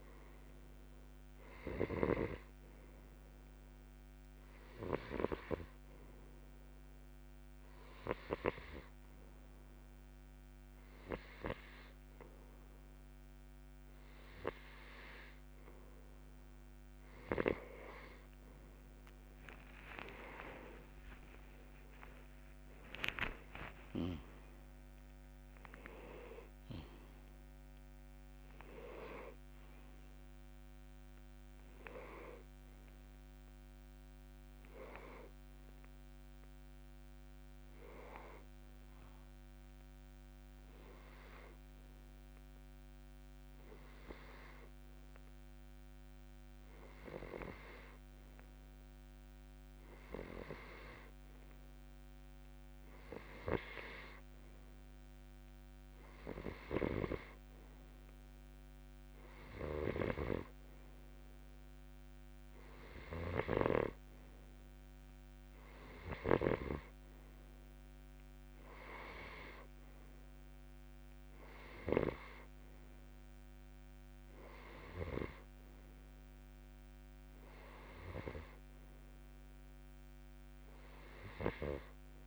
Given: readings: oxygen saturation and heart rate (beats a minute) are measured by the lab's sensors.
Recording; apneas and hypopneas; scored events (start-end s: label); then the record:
breathing in sleep by a microphone on the trachea; 1
0.00-2.50 s: snoring (device-marked)
0.00-21.50 s: oxygen desaturation (device-marked, oxygen 89% lowest, heart rate 60 extreme)
5.00-17.00 s: hypopnea (oxygen 96% before, 89% lowest, heart rate 61 before, 61 extreme, up 25 after)
19.50-24.50 s: arousal
60.00-72.50 s: snoring (device-marked)
61.50-70.50 s: oxygen desaturation (device-marked, oxygen 95% before, 90% lowest, heart rate 61 before, 61 extreme)
From the record:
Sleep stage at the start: N2 (light sleep); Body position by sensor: on the left side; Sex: male